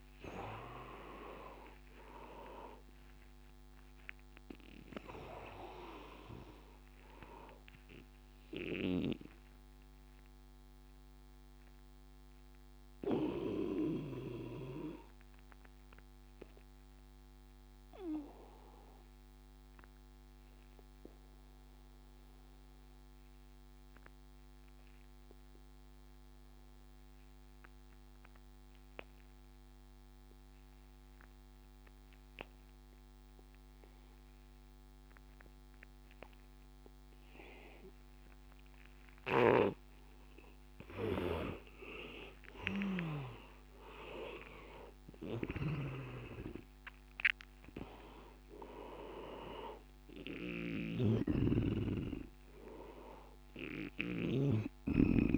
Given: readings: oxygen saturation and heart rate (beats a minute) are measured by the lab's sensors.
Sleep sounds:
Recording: breathing in sleep by a microphone on the trachea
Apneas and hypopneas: 1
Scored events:
0.00-17.50 s: oxygen desaturation (device-marked, oxygen 82% lowest, heart rate 75 extreme)
3.50-5.50 s: long interval between heartbeats (device-marked, heart rate 83 before, 101 extreme)
7.50-42.00 s: mixed apnea (oxygen 98% before, 82% lowest, heart rate 88 before, 73 extreme, up 16 after)
37.50-55.38 s: oxygen desaturation (device-marked, oxygen 98% before, 86% lowest, heart rate 83 before, 71 extreme)
44.00-48.50 s: arousal
51.00-55.00 s: snoring (device-marked)
From the record:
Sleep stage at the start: N2 (light sleep)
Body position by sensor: on the back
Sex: male

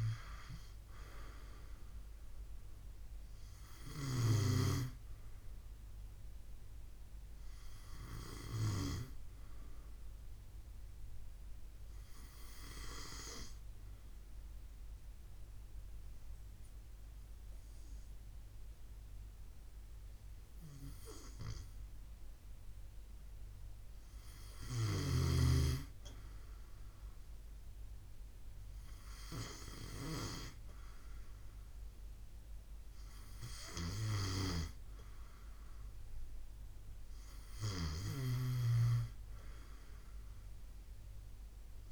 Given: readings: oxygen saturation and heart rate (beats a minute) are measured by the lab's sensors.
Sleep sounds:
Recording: breathing in sleep by a room microphone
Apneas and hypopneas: 1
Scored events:
12.50-24.00 s: obstructive apnea (oxygen 95% before, 91% lowest, heart rate 71 before, 69 extreme, up 1 after)
21.50-33.50 s: oxygen desaturation (device-marked, oxygen 94% before, 91% lowest, heart rate 71 before, 69 extreme)
26.50-31.00 s: arousal
37.50-41.92 s: snoring (device-marked)
From the record:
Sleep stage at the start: N2 (light sleep)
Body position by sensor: on the left side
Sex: male

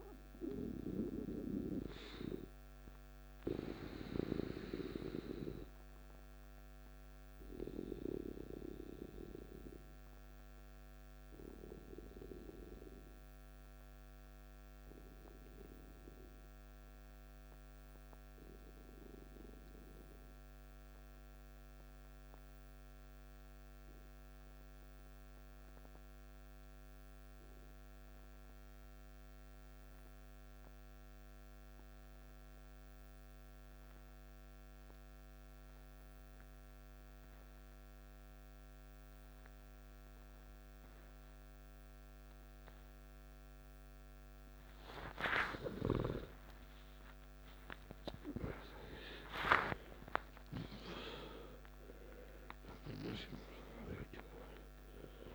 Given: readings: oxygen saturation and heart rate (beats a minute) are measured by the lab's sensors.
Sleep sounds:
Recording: breathing in sleep by a microphone on the trachea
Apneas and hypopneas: 1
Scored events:
0.00-20.00 s: oxygen desaturation (device-marked, oxygen 91% lowest, heart rate 52 extreme)
8.50-44.50 s: obstructive apnea (oxygen 98% before, 88% lowest, heart rate 61 before, 52 extreme, up 13 after)
38.00-55.35 s: oxygen desaturation (device-marked, oxygen 97% before, 88% lowest, heart rate 55 before, 53 extreme)
45.50-51.50 s: arousal
From the record:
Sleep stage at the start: N2 (light sleep)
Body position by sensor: on the back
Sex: male

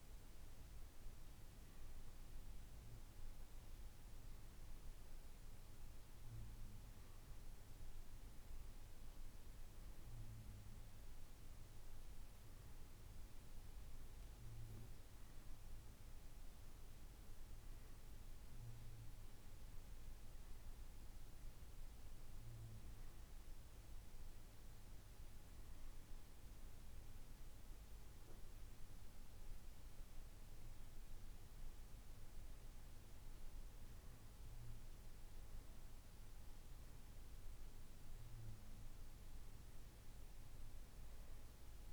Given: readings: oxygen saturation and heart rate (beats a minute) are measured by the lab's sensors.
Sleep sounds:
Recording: breathing in sleep, hard to hear, by a room microphone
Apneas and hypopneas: none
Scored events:
4.00-41.93 s: new sleep stage, N2 (light sleep)
From the record:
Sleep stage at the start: N1 (lightest sleep)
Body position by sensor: on the right side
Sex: male

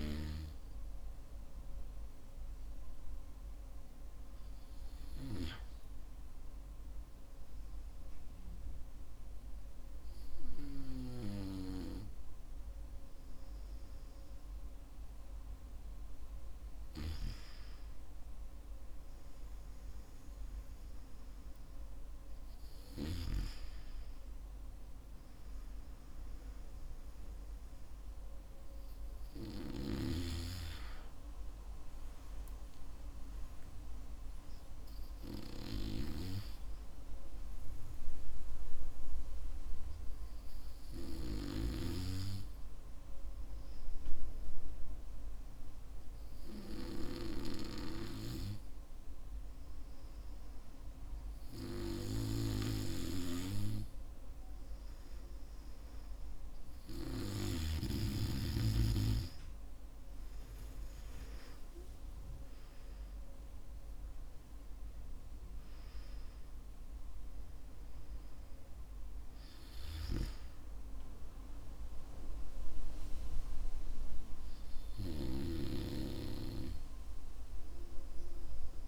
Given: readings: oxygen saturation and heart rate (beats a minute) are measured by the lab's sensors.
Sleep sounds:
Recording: breathing in sleep by a room microphone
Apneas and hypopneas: 2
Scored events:
3.00-17.00 s: hypopnea (oxygen 95% before, 92% lowest, heart rate 60 before, 55 extreme, up 2 after)
19.00-22.00 s: arousal
35.00-56.00 s: hypopnea (oxygen 96% before, 91% lowest, heart rate 56 before, 56 extreme, up 6 after)
62.50-67.00 s: arousal
From the record:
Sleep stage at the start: N2 (light sleep)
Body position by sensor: on the back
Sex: male

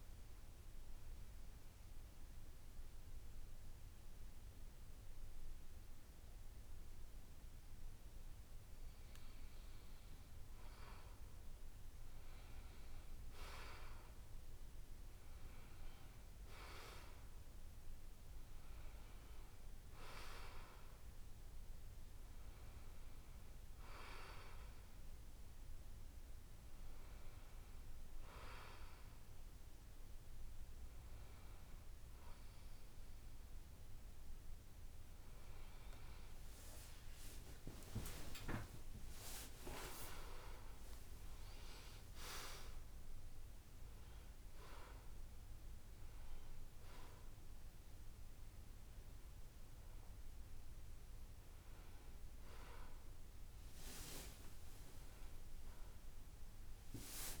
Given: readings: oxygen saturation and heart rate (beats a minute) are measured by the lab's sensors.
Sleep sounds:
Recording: breathing in sleep by a room microphone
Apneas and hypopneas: 1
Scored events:
1.00-11.00 s: central apnea (oxygen 93% before, 91% lowest, heart rate 75 before, 71 extreme, up 5 after)
12.00-16.00 s: arousal
37.00-39.00 s: long interval between heartbeats (device-marked, heart rate 74 before, 84 extreme)
From the record:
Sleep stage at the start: N2 (light sleep)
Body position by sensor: on the back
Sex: male

